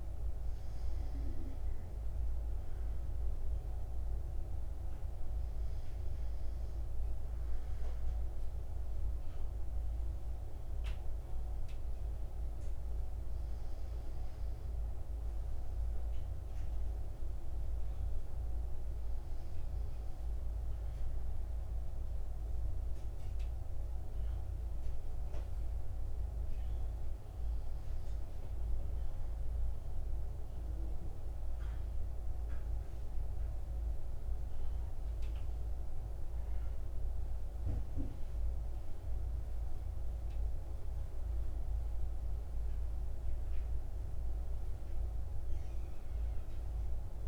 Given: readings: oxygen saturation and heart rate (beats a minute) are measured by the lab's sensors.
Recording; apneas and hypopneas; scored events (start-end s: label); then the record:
breathing in sleep, hard to hear, by a room microphone; 1
0.00-1.00 s: arousal
6.50-18.50 s: oxygen desaturation (device-marked, oxygen 97% before, 92% lowest, heart rate 56 before, 54 extreme)
24.00-27.00 s: arousal
29.00-40.00 s: obstructive apnea (oxygen 97% before, 92% lowest, heart rate 57 before, 56 extreme, up 3 after)
42.00-46.00 s: arousal
From the record:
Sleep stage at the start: N2 (light sleep); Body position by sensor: on the back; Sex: male